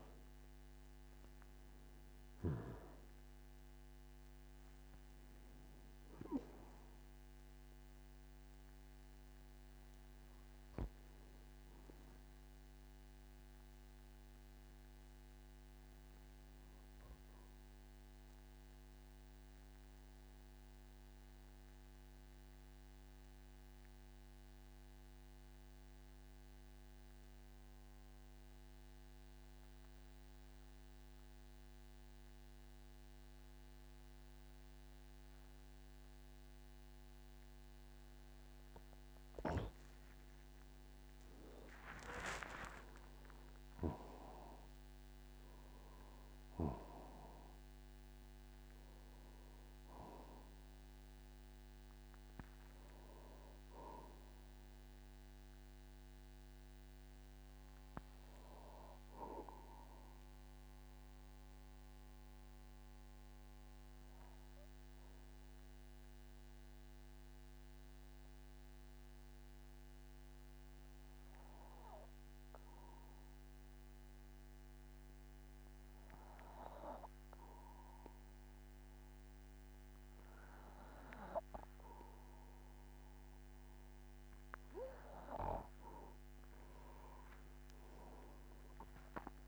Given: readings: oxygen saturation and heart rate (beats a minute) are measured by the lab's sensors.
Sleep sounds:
breathing in sleep by a microphone on the trachea; 2
0.00-15.00 s: oxygen desaturation (device-marked, oxygen 93% lowest, heart rate 47 extreme)
18.50-39.50 s: obstructive apnea (oxygen 97% before, 91% lowest, heart rate 66 before, 47 extreme, up 37 after)
40.50-45.50 s: arousal
41.00-76.00 s: oxygen desaturation (device-marked, oxygen 98% before, 91% lowest, heart rate 48 before, 45 extreme)
42.50-44.50 s: long interval between heartbeats (device-marked, heart rate 49 before, 69 extreme)
60.50-82.50 s: obstructive apnea (oxygen 98% before, 91% lowest, heart rate 63 before, 45 extreme, up 14 after)
87.00-89.48 s: arousal
From the record:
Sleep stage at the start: N2 (light sleep); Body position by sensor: on the back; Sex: male

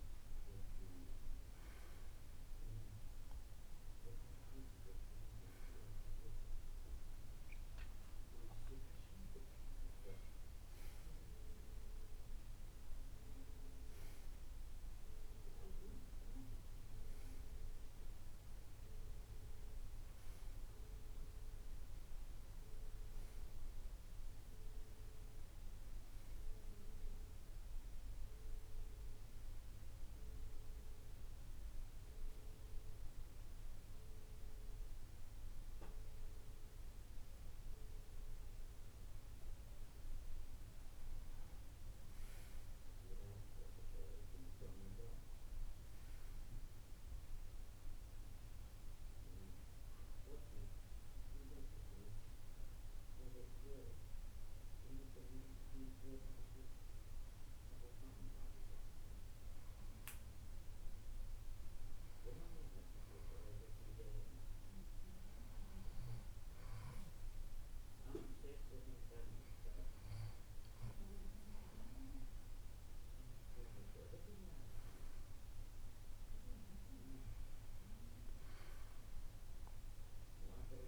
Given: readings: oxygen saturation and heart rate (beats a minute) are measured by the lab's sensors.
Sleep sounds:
breathing in sleep by a room microphone; 2
7.00-10.50 s: arousal
27.00-37.00 s: central apnea (oxygen 95% before, 92% lowest, heart rate 65 before, 59 extreme, up 3 after)
39.00-43.00 s: arousal
47.00-57.00 s: oxygen desaturation (device-marked, oxygen 96% before, 92% lowest, heart rate 61 before, 59 extreme)
52.00-65.00 s: hypopnea (oxygen 96% before, 92% lowest, heart rate 60 before, 56 extreme, up 1 after)
66.50-69.50 s: arousal
72.00-80.88 s: new sleep stage, N1 (lightest sleep)
From the record:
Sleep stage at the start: N2 (light sleep); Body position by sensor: on the back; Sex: male

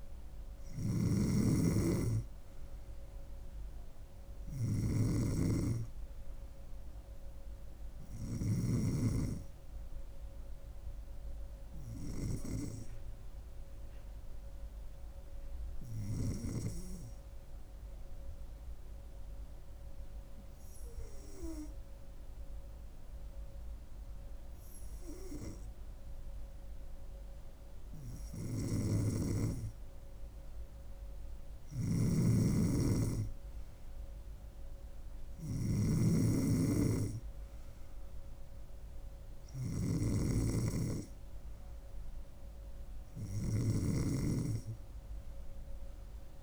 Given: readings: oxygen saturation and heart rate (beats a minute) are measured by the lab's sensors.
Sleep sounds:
breathing in sleep by a room microphone; 1
0.00-8.00 s: oxygen desaturation (device-marked, oxygen 92% lowest, heart rate 68 extreme)
0.00-8.50 s: snoring (device-marked)
14.00-27.50 s: hypopnea (oxygen 95% before, 93% lowest, heart rate 70 before, 69 extreme, up 2 after)
28.50-43.50 s: snoring (device-marked)
29.50-34.00 s: arousal
42.00-46.43 s: new sleep stage, N3 (deep sleep)
From the record:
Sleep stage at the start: N2 (light sleep); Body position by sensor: on the back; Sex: female

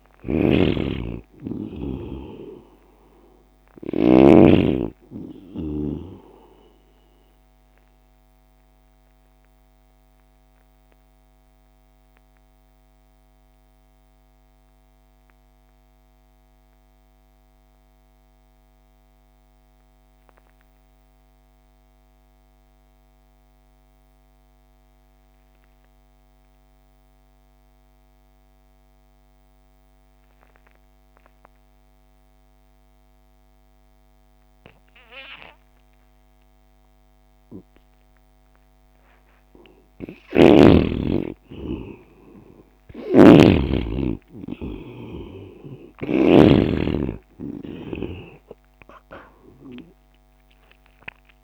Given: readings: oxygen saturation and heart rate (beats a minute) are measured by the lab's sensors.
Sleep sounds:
breathing in sleep by a microphone on the trachea; 1
0.00-4.50 s: snoring (device-marked)
0.00-26.50 s: oxygen desaturation (device-marked, oxygen 83% lowest)
6.00-38.50 s: mixed apnea (oxygen 98% before, 83% lowest)
39.00-43.50 s: arousal
43.00-46.50 s: snoring (device-marked)
49.50-51.44 s: oxygen desaturation (device-marked, oxygen 95% before, 84% lowest)
From the record:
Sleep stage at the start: N2 (light sleep); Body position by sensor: on the right side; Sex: male

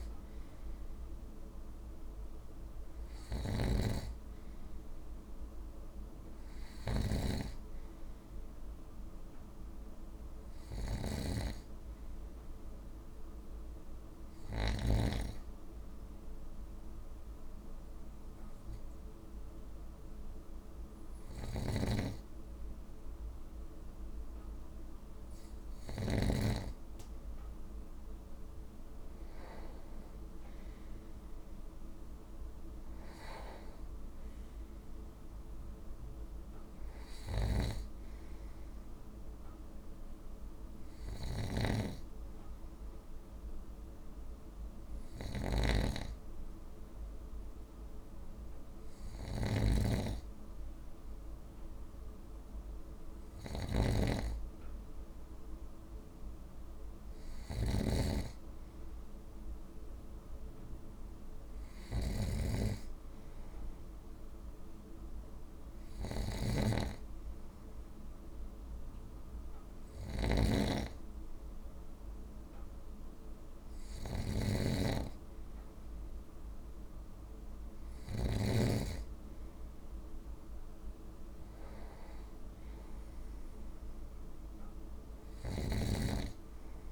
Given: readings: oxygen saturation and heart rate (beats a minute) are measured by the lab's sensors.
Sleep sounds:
breathing in sleep by a room microphone; 1
0.00-14.50 s: snoring (device-marked)
14.00-24.00 s: hypopnea (oxygen 97% before, 95% lowest, heart rate 55 before, 52 extreme, up 4 after)
21.00-26.00 s: snoring (device-marked)
27.00-30.00 s: arousal
37.00-78.00 s: snoring (device-marked)
85.00-86.92 s: snoring (device-marked)
From the record:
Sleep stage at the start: N2 (light sleep); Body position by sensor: on the right side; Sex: male

